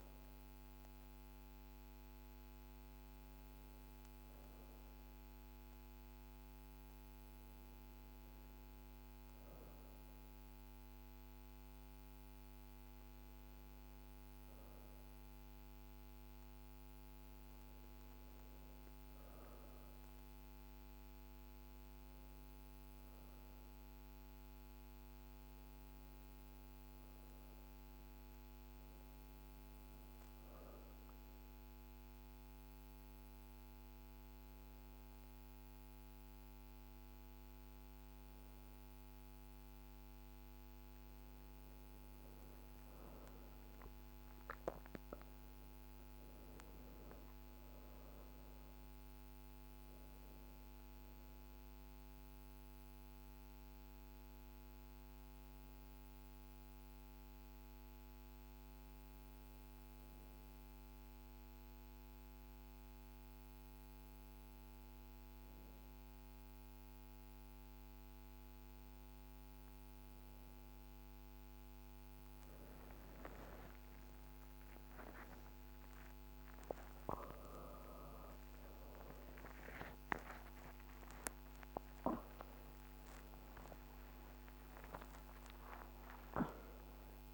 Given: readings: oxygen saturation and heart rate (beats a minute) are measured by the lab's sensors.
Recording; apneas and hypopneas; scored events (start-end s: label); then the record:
a person awake in a sleep study, hard to hear, by a microphone on the trachea; none
16.00-33.00 s: oxygen desaturation (device-marked, oxygen 97% before, 94% lowest)
From the record:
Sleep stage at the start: awake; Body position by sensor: on the back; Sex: female